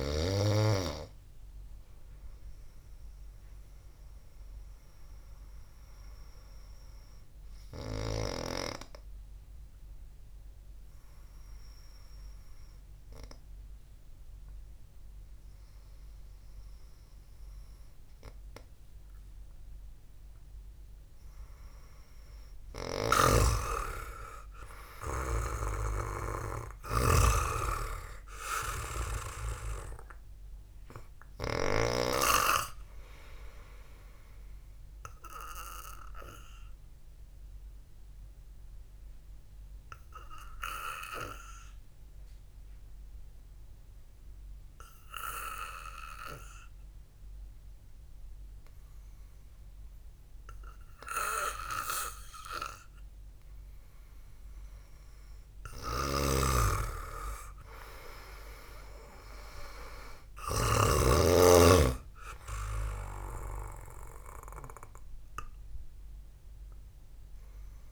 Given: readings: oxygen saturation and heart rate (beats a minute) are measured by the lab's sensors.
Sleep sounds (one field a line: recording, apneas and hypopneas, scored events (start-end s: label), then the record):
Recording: breathing in sleep by a room microphone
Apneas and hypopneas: 2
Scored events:
2.00-19.00 s: oxygen desaturation (device-marked, oxygen 95% before, 88% lowest, heart rate 85 before, 56 extreme)
5.00-22.50 s: hypopnea (oxygen 97% before, 88% lowest, heart rate 88 before, 56 extreme, up 3 after)
23.50-32.50 s: snoring (device-marked)
25.50-29.50 s: arousal
31.00-51.00 s: oxygen desaturation (device-marked, oxygen 98% before, 91% lowest, heart rate 61 before, 54 extreme)
36.50-53.00 s: obstructive apnea (oxygen 99% before, 91% lowest, heart rate 60 before, 54 extreme, up 3 after)
56.50-61.50 s: snoring (device-marked)
57.00-60.50 s: arousal
58.50-60.50 s: long interval between heartbeats (device-marked, heart rate 62 before, 57 extreme)
From the record:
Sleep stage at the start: N2 (light sleep)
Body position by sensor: on the back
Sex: male